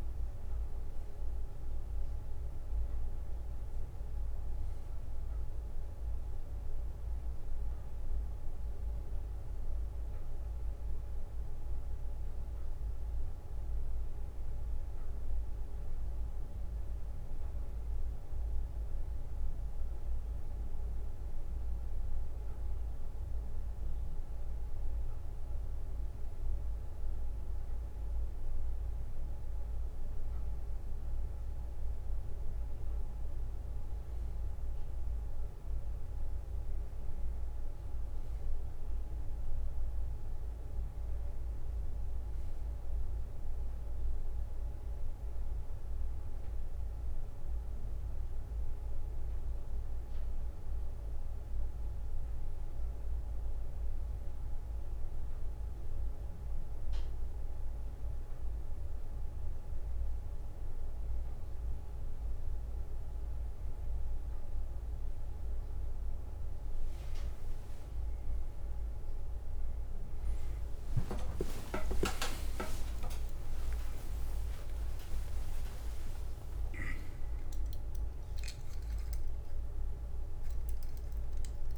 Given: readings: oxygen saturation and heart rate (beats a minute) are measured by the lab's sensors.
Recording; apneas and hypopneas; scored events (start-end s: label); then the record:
a person awake in a sleep study, hard to hear, by a room microphone; none
70.00-76.00 s: leg movement (device-marked)
From the record:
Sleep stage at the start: awake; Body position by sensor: on the right side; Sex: male